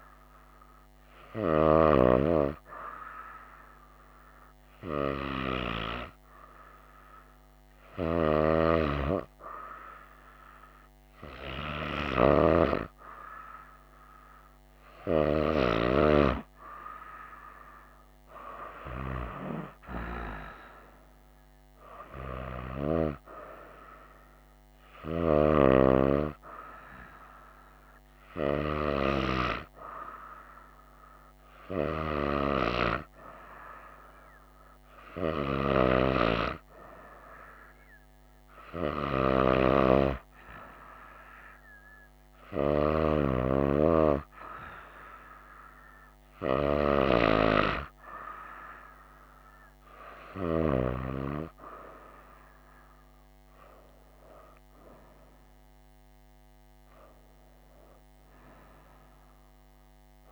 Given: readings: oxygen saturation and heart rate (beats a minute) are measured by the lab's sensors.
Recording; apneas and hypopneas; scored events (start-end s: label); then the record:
breathing in sleep by a microphone on the trachea; none
none scored
From the record:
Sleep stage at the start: N2 (light sleep); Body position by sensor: on the right side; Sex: female